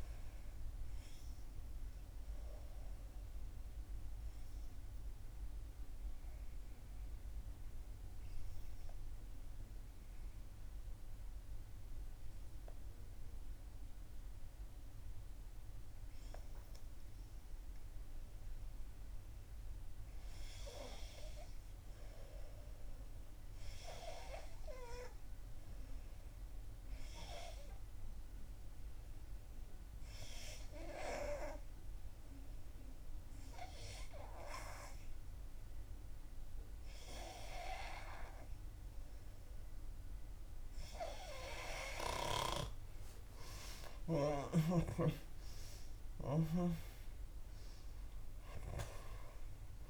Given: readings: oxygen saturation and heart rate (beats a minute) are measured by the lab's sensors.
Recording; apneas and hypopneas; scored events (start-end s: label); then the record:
breathing in sleep by a room microphone; 2
0.00-15.50 s: oxygen desaturation (device-marked, oxygen 90% lowest, heart rate 58 extreme)
2.50-18.50 s: obstructive apnea (oxygen 97% before, 90% lowest, heart rate 66 before, 58 extreme, up 6 after)
16.00-18.00 s: long interval between heartbeats (device-marked, heart rate 64 before, 59 extreme)
20.00-23.50 s: arousal
27.50-42.00 s: hypopnea (oxygen 96% before, 90% lowest, heart rate 61 before, 60 extreme, up 7 after)
43.50-48.00 s: arousal
From the record:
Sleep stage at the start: N2 (light sleep); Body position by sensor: on the back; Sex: female